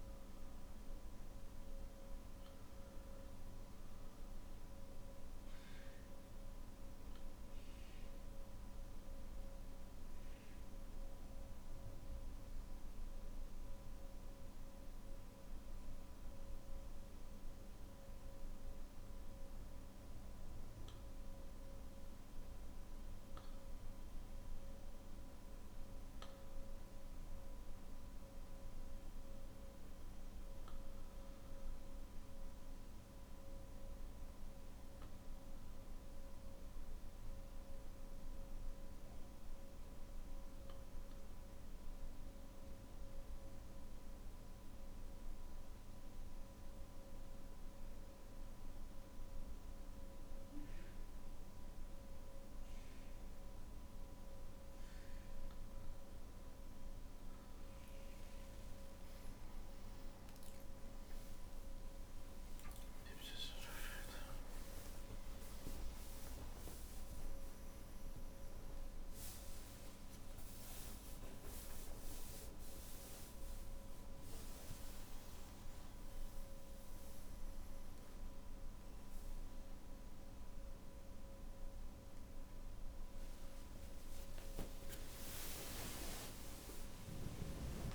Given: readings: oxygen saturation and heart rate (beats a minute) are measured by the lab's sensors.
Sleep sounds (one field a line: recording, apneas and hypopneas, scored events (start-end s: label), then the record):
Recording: breathing in sleep, hard to hear, by a room microphone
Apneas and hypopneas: 2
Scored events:
5.00-19.50 s: hypopnea (oxygen 99% before, 94% lowest, heart rate 50 before, 46 extreme, up 2 after)
41.50-56.50 s: obstructive apnea (oxygen 99% before, 94% lowest, heart rate 49 before, 45 extreme, up 16 after)
59.50-72.50 s: oxygen desaturation (device-marked, oxygen 97% before, 94% lowest, heart rate 46 before, 59 extreme)
86.00-87.94 s: long interval between heartbeats (device-marked, heart rate 63 before, 70 extreme)
From the record:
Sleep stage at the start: N2 (light sleep)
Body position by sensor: on the back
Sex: male